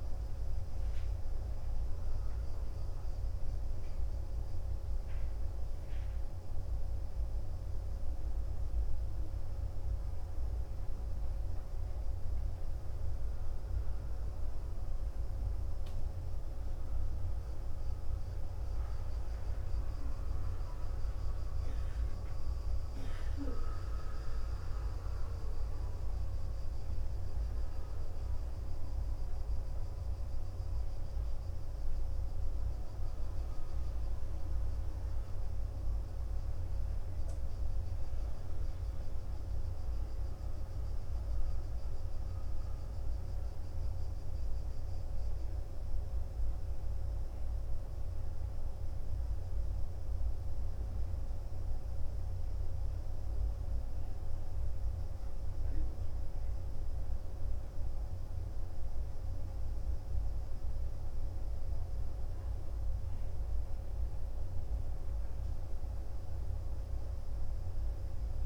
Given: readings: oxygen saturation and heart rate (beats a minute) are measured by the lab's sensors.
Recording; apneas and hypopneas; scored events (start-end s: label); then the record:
breathing in sleep, hard to hear, by a room microphone; none
none scored
From the record:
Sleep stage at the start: N2 (light sleep); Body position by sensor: on the back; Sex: male